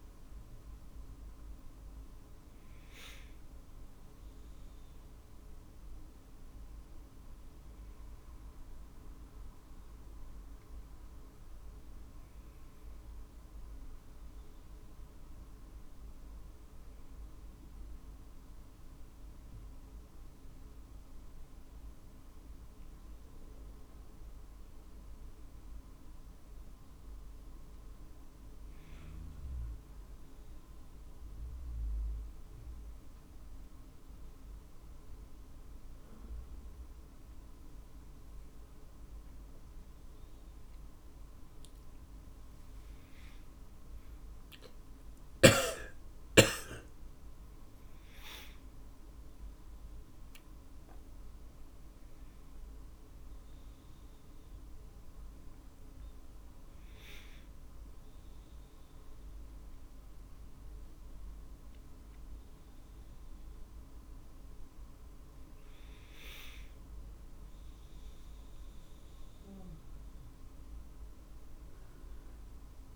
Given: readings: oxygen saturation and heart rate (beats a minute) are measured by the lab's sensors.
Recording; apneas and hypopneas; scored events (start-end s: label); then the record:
a person awake in a sleep study, hard to hear, by a room microphone; none
0.00-3.50 s: drop in pulse transit time (device-marked, heart rate 52 extreme)
37.50-39.50 s: drop in pulse transit time (device-marked, heart rate 53 before, 54 extreme)
45.50-58.50 s: drop in pulse transit time (device-marked, heart rate 53 before, 53 extreme)
71.50-72.96 s: drop in pulse transit time (device-marked, heart rate 55 before, 53 extreme)
From the record:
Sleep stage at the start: awake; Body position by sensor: on the right side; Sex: male